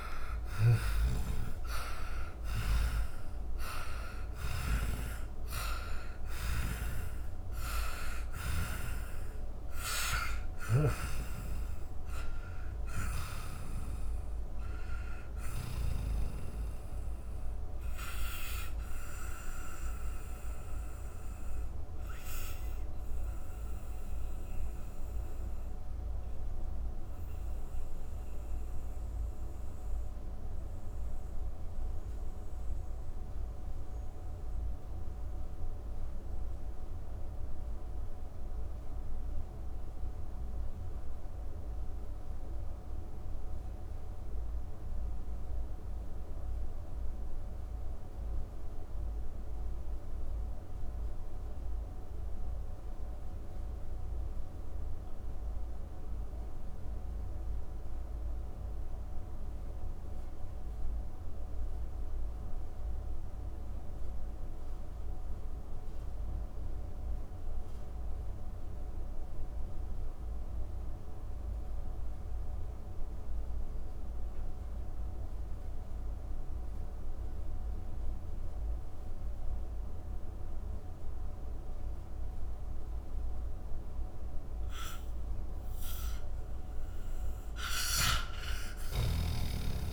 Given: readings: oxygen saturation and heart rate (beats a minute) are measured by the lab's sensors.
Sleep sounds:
breathing in sleep by a room microphone; 1
0.00-1.50 s: oxygen desaturation (device-marked, oxygen 95% lowest, heart rate 99 extreme)
0.50-8.00 s: snoring (device-marked)
9.50-46.50 s: oxygen desaturation (device-marked, oxygen 98% before, 82% lowest, heart rate 135 before, 87 extreme)
10.00-15.00 s: snoring (device-marked)
17.50-85.50 s: mixed apnea (oxygen 98% before, 79% lowest, heart rate 121 before, 85 extreme, up 34 after)
71.50-89.92 s: oxygen desaturation (device-marked, oxygen 98% before, 79% lowest, heart rate 151 before, 85 extreme)
87.00-89.92 s: snoring (device-marked)
88.50-89.92 s: arousal
From the record:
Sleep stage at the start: N2 (light sleep); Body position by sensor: on the back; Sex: male

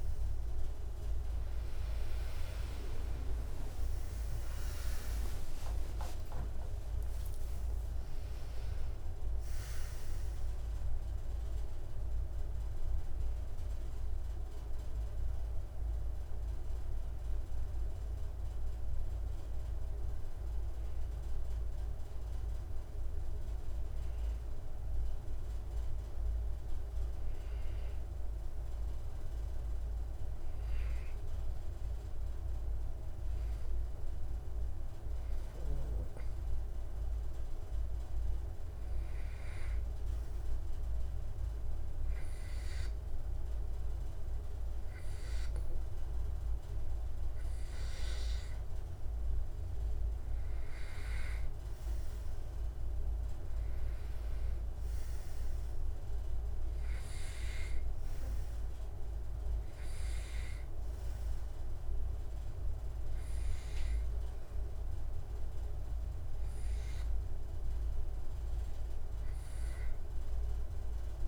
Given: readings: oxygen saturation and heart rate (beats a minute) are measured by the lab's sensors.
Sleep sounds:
breathing in sleep, hard to hear, by a room microphone; 1
0.00-18.00 s: oxygen desaturation (device-marked, oxygen 93% lowest, heart rate 69 extreme)
3.00-7.50 s: arousal
31.00-47.50 s: hypopnea (oxygen 99% before, 92% lowest, heart rate 87 before, 68 extreme, up 7 after)
45.00-70.00 s: oxygen desaturation (device-marked, oxygen 98% before, 94% lowest, heart rate 76 before, 72 extreme)
49.50-54.00 s: arousal
From the record:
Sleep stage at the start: N2 (light sleep); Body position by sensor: on the back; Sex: male

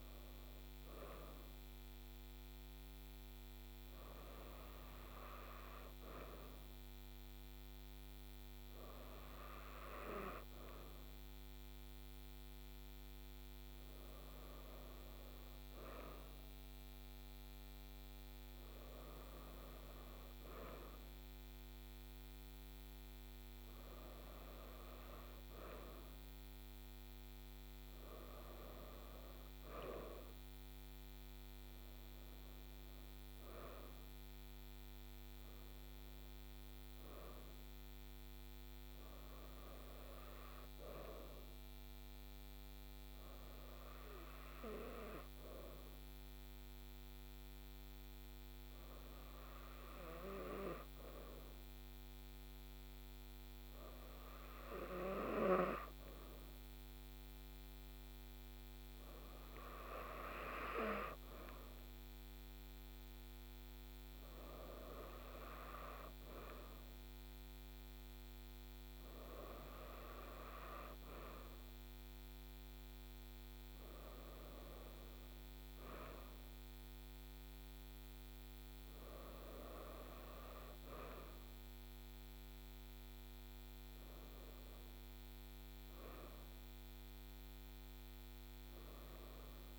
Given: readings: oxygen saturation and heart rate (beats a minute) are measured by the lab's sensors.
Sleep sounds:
breathing in sleep by a microphone on the trachea; none
none scored
From the record:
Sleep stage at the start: N2 (light sleep); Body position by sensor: on the right side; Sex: female

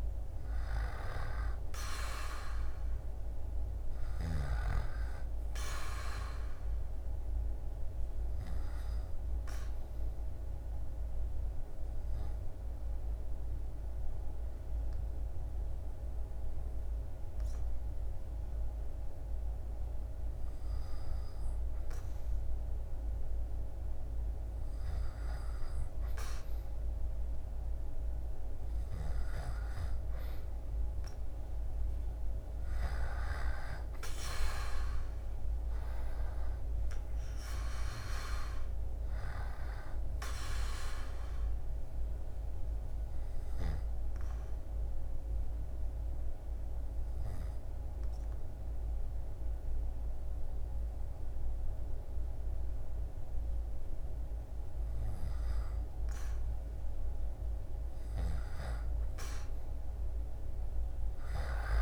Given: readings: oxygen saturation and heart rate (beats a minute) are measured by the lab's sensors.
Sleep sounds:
breathing in sleep by a room microphone; 2
0.00-2.00 s: arousal
2.50-21.50 s: oxygen desaturation (device-marked, oxygen 98% before, 94% lowest, heart rate 70 before, 68 extreme)
6.50-24.50 s: obstructive apnea (oxygen 98% before, 94% lowest, heart rate 72 before, 68 extreme, up 2 after)
27.00-32.00 s: arousal
28.00-32.00 s: snoring (device-marked)
40.50-55.00 s: obstructive apnea (oxygen 98% before, 94% lowest, heart rate 73 before, 68 extreme, up 10 after)
57.00-60.50 s: snoring (device-marked)
58.00-61.82 s: arousal
From the record:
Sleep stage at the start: N2 (light sleep); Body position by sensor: on the back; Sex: male

